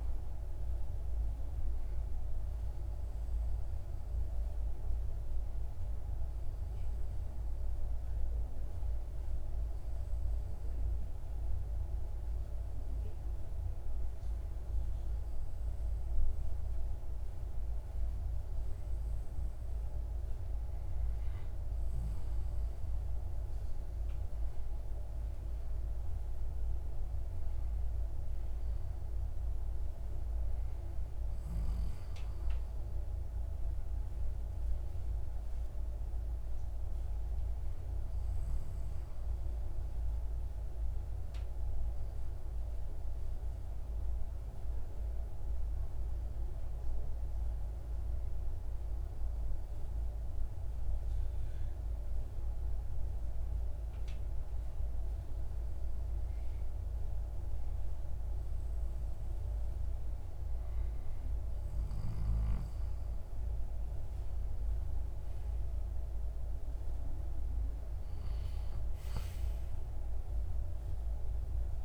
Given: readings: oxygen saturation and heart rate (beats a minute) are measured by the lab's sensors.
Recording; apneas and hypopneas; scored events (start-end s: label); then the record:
breathing in sleep, hard to hear, by a room microphone; 2
2.00-18.00 s: obstructive apnea (oxygen 96% before, 93% lowest)
21.00-26.00 s: arousal
41.50-59.00 s: obstructive apnea (oxygen 95% before, 93% lowest)
63.00-67.50 s: arousal
From the record:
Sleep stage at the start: N2 (light sleep); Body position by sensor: on the back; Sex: male